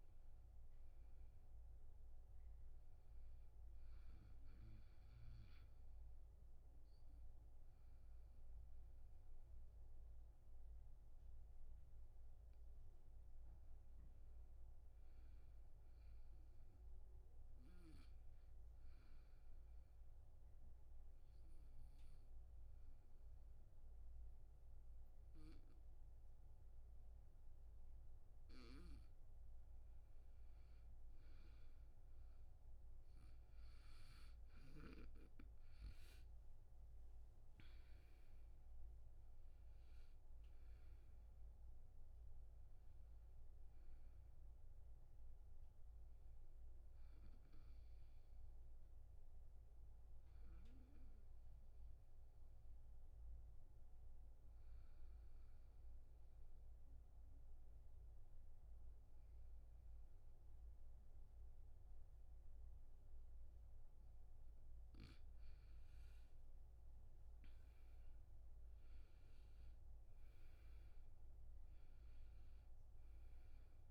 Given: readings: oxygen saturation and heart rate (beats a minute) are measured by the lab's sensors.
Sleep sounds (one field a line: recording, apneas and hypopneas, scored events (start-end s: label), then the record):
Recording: breathing in sleep, hard to hear, by a room microphone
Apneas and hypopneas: 3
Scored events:
0.00-13.50 s: oxygen desaturation (device-marked, oxygen 88% lowest, heart rate 65 extreme)
3.00-13.00 s: obstructive apnea (oxygen 99% before, 88% lowest, heart rate 73 before, 65 extreme, up 5 after)
14.50-17.00 s: arousal
19.00-30.00 s: obstructive apnea (oxygen 99% before, 89% lowest, heart rate 75 before, 67 extreme, up 8 after)
35.50-39.50 s: arousal
39.50-57.50 s: oxygen desaturation (device-marked, oxygen 96% before, 90% lowest, heart rate 69 before, 68 extreme)
49.50-63.50 s: obstructive apnea (oxygen 98% before, 88% lowest, heart rate 73 before, 68 extreme, up 13 after)
66.50-70.00 s: arousal
69.50-73.91 s: oxygen desaturation (device-marked, oxygen 99% before, 89% lowest, heart rate 73 before, 70 extreme)
From the record:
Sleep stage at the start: N2 (light sleep)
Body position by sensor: on the back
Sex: male